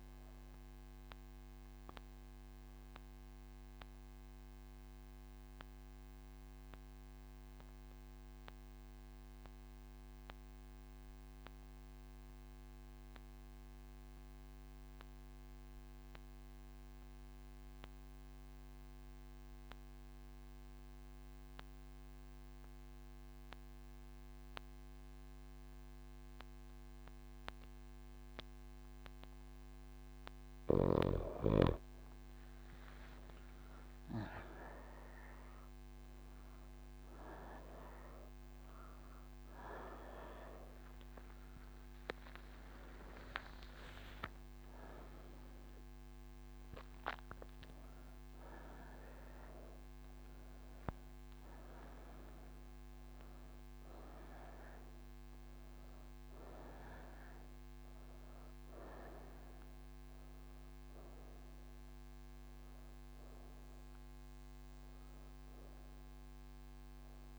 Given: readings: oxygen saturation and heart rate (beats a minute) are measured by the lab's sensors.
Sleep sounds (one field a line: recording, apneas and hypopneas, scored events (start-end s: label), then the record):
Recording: breathing in sleep by a microphone on the trachea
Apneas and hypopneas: none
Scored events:
0.00-11.50 s: oxygen desaturation (device-marked, oxygen 89% lowest)
24.50-67.39 s: new sleep stage, N3 (deep sleep)
From the record:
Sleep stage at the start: N1 (lightest sleep)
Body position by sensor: on the right side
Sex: female